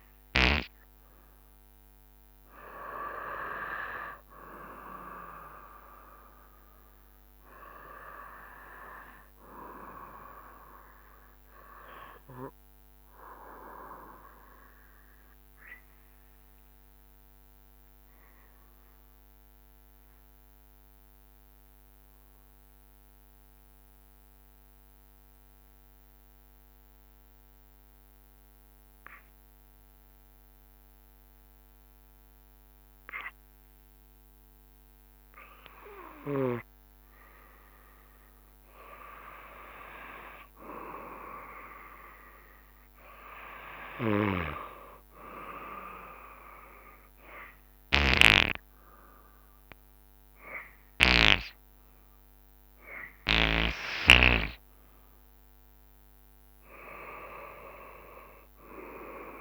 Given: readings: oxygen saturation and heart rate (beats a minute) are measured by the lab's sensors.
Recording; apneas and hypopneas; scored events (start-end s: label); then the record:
breathing in sleep by a microphone on the trachea; 1
0.00-9.00 s: drop in pulse transit time (device-marked, heart rate 72 extreme)
0.00-22.00 s: oxygen desaturation (device-marked, oxygen 90% lowest, heart rate 68 extreme)
16.00-37.00 s: obstructive apnea (oxygen 94% before, 90% lowest, heart rate 74 before, 68 extreme, up 1 after)
35.00-59.41 s: oxygen desaturation (device-marked, oxygen 98% before, 91% lowest, heart rate 70 before, 64 extreme)
37.00-59.41 s: drop in pulse transit time (device-marked, heart rate 70 before, 68 extreme)
40.50-44.50 s: arousal
From the record:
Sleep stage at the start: N2 (light sleep); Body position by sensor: on the back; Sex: male